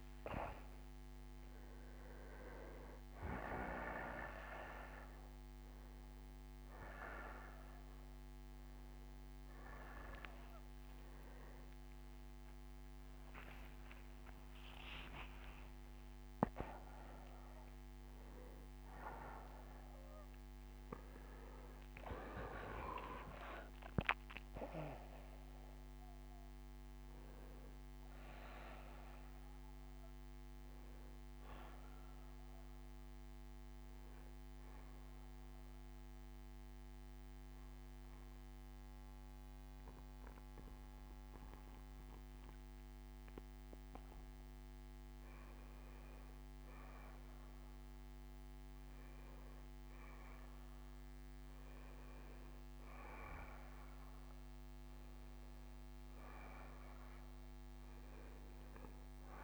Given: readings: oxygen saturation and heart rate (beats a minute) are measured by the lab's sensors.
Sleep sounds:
a person partly awake in a sleep study, by a microphone on the trachea; 1
2.00-7.00 s: bradycardia (device-marked, heart rate 68 before, 56 extreme)
14.00-59.44 s: new sleep stage, N1 (lightest sleep)
22.00-24.00 s: bradycardia (device-marked, heart rate 68 before, 61 extreme)
25.00-40.00 s: bradycardia (device-marked, heart rate 68 before, 51 extreme)
33.50-45.00 s: obstructive apnea (oxygen 95% before, 89% lowest, heart rate 65 before, 41 extreme, up 10 after)
47.00-59.44 s: oxygen desaturation (device-marked, oxygen 95% before, 89% lowest, heart rate 56 before, 41 extreme)
48.00-51.50 s: arousal
53.00-59.44 s: bradycardia (device-marked, heart rate 67 before, 41 extreme)
From the record:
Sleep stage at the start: awake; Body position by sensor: on the back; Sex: male

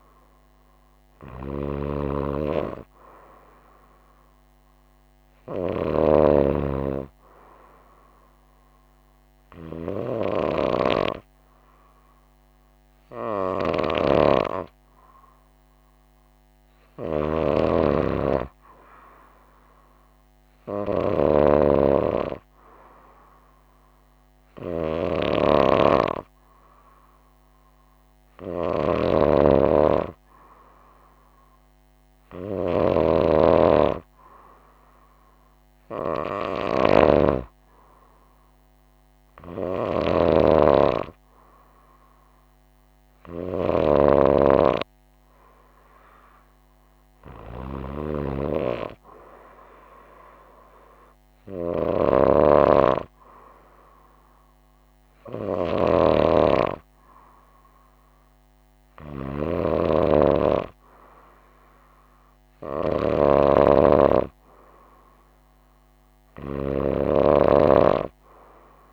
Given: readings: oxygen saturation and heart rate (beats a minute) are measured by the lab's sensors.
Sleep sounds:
breathing in sleep by a microphone on the trachea; none
none scored
From the record:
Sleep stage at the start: N2 (light sleep); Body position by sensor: on the right side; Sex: female

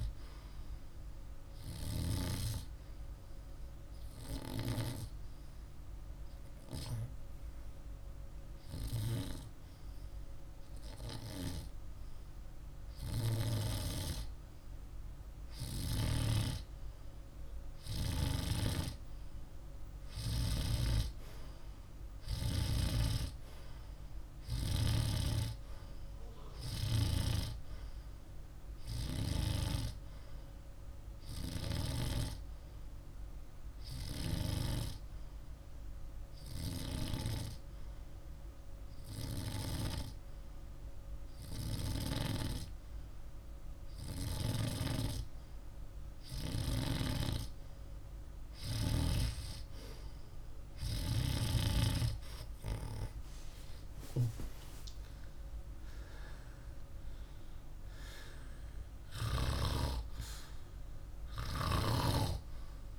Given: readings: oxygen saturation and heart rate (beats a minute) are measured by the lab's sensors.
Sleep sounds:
breathing in sleep by a room microphone; 2
1.00-13.50 s: hypopnea (oxygen 98% before, 94% lowest, heart rate 50 before, 49 extreme, up 0 after)
17.00-21.50 s: arousal
31.00-47.00 s: hypopnea (oxygen 98% before, 91% lowest, heart rate 50 before, 48 extreme, up 2 after)
50.00-54.00 s: arousal
From the record:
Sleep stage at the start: N2 (light sleep); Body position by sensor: on the back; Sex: male

